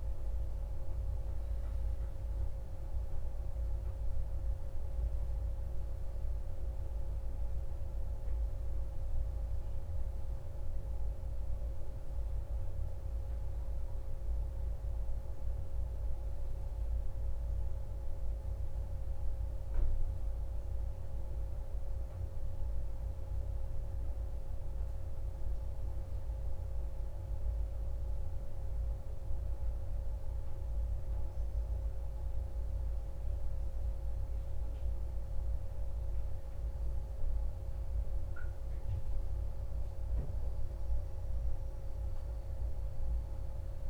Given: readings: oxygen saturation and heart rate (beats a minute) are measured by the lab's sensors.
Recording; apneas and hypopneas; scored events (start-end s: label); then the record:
breathing in sleep, hard to hear, by a room microphone; 1
21.50-38.50 s: hypopnea (oxygen 97% before, 93% lowest, heart rate 36 before, 35 extreme, up 9 after)
40.00-43.90 s: arousal
From the record:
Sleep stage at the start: N1 (lightest sleep); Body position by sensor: on the back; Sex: male